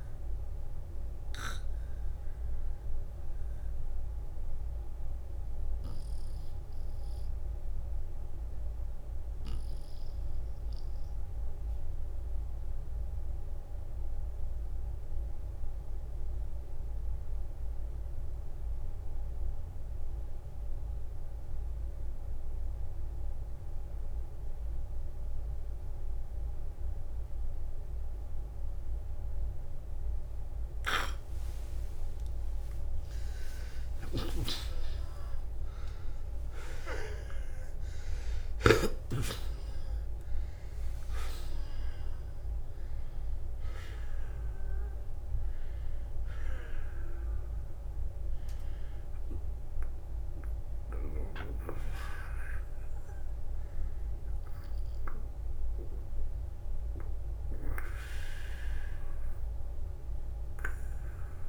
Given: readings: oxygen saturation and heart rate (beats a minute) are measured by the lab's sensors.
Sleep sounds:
breathing in sleep by a room microphone; 1
3.50-31.50 s: obstructive apnea (oxygen 95% before, 76% lowest, heart rate 51 before, 47 extreme, up 26 after)
7.00-19.00 s: oxygen desaturation (device-marked, oxygen 95% before, 89% lowest, heart rate 50 before, 47 extreme)
31.00-42.00 s: oxygen desaturation (device-marked, oxygen 92% before, 88% lowest, heart rate 54 before, 51 extreme)
32.50-38.00 s: arousal
33.50-38.50 s: snoring (device-marked)
37.50-39.50 s: long interval between heartbeats (device-marked, heart rate 55 before, 73 extreme)
44.00-61.48 s: oxygen desaturation (device-marked, oxygen 90% before, 76% lowest, heart rate 61 before, 38 extreme)
From the record:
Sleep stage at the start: N2 (light sleep); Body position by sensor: on the back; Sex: male

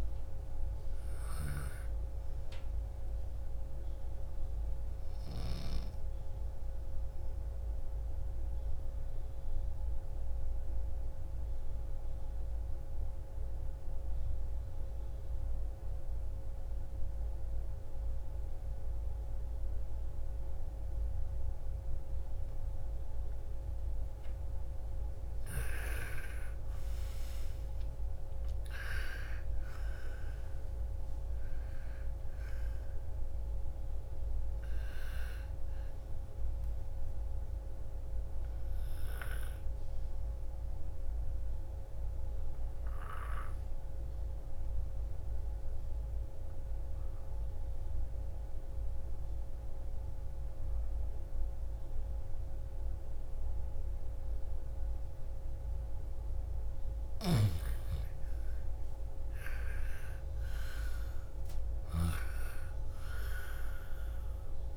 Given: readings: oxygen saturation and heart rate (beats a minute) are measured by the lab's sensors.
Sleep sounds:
breathing in sleep by a room microphone; 2
0.00-20.00 s: oxygen desaturation (device-marked, oxygen 82% lowest, heart rate 46 extreme)
7.00-24.00 s: obstructive apnea (oxygen 99% before, 82% lowest, heart rate 68 before, 41 extreme, up 28 after)
25.50-29.50 s: arousal
36.00-51.00 s: oxygen desaturation (device-marked, oxygen 97% before, 84% lowest, heart rate 56 before, 37 extreme)
41.00-57.00 s: obstructive apnea (oxygen 99% before, 84% lowest, heart rate 58 before, 37 extreme, up 27 after)
58.50-61.50 s: arousal
From the record:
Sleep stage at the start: N2 (light sleep); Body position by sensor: on the back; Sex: female

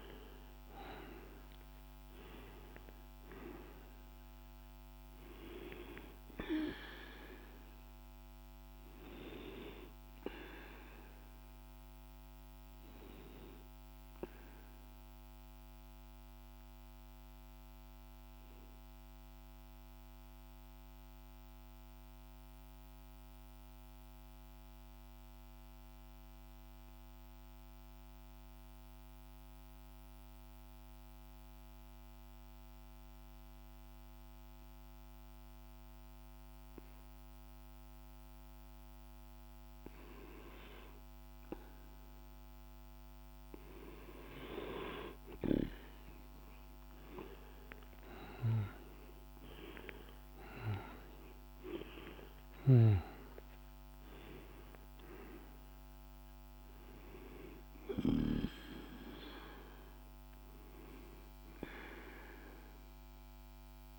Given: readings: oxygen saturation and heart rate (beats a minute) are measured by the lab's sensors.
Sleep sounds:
breathing in sleep by a microphone on the trachea; 1
0.00-20.00 s: oxygen desaturation (device-marked, oxygen 90% lowest, heart rate 45 extreme)
14.50-41.50 s: mixed apnea (oxygen 97% before, 90% lowest, heart rate 51 before, 47 extreme, up 6 after)
37.00-63.99 s: oxygen desaturation (device-marked, oxygen 99% before, 90% lowest, heart rate 48 before, 47 extreme)
44.50-49.00 s: arousal
From the record:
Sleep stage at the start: N2 (light sleep); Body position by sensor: on the back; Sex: male

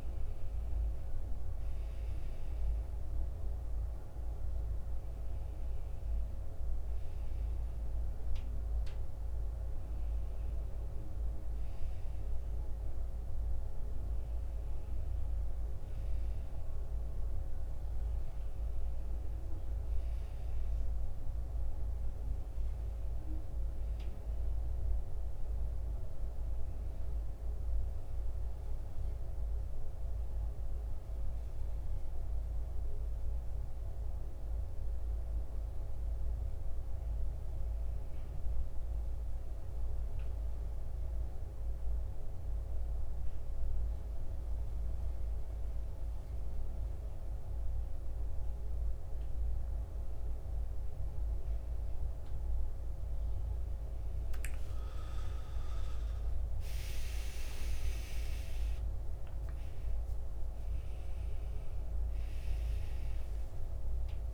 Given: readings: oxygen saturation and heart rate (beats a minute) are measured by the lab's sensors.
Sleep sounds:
breathing in sleep, hard to hear, by a room microphone; 1
0.00-18.50 s: oxygen desaturation (device-marked, oxygen 88% lowest, heart rate 72 extreme)
20.50-24.50 s: arousal
42.50-53.50 s: obstructive apnea (oxygen 94% before, 87% lowest, heart rate 78 before, 72 extreme, up 14 after)
48.50-64.34 s: oxygen desaturation (device-marked, oxygen 94% before, 87% lowest, heart rate 76 before, 74 extreme)
55.00-59.50 s: arousal
56.50-64.34 s: new sleep stage, N1 (lightest sleep)
From the record:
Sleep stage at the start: N2 (light sleep); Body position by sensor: on the back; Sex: male

